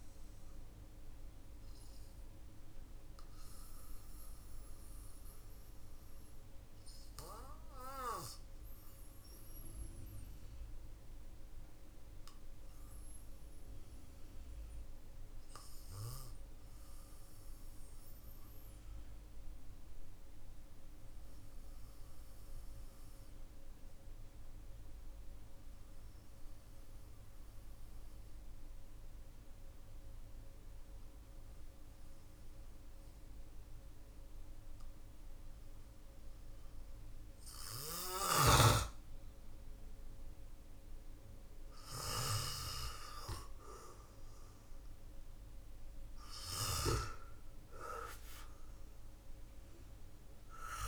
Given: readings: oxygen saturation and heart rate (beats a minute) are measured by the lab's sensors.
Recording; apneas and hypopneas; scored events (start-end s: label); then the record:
breathing in sleep by a room microphone; 1
3.50-27.50 s: oxygen desaturation (device-marked, oxygen 97% before, 94% lowest, heart rate 51 before, 43 extreme)
3.50-40.50 s: obstructive apnea (oxygen 98% before, 93% lowest, heart rate 51 before, 43 extreme, up 13 after)
42.00-45.50 s: arousal
45.50-50.88 s: oxygen desaturation (device-marked, oxygen 98% before, 93% lowest, heart rate 53 before, 44 extreme)
From the record:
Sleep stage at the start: N2 (light sleep); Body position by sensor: on the back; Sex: male